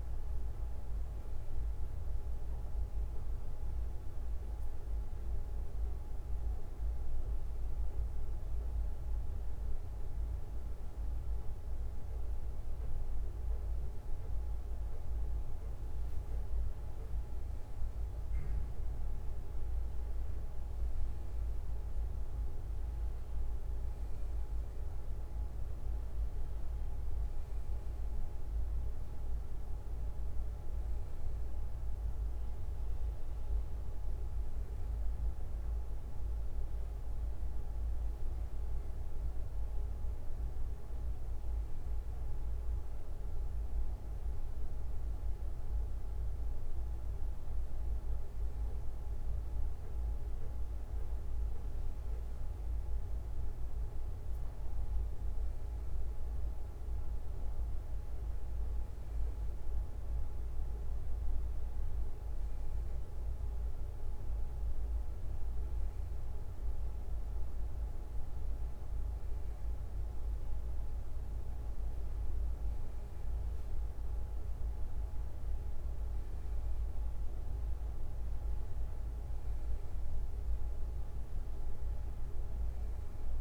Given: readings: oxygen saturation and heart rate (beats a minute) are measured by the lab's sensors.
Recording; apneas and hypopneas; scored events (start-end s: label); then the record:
breathing in sleep, hard to hear, by a room microphone; none
none scored
From the record:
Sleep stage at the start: N1 (lightest sleep); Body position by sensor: on the back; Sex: male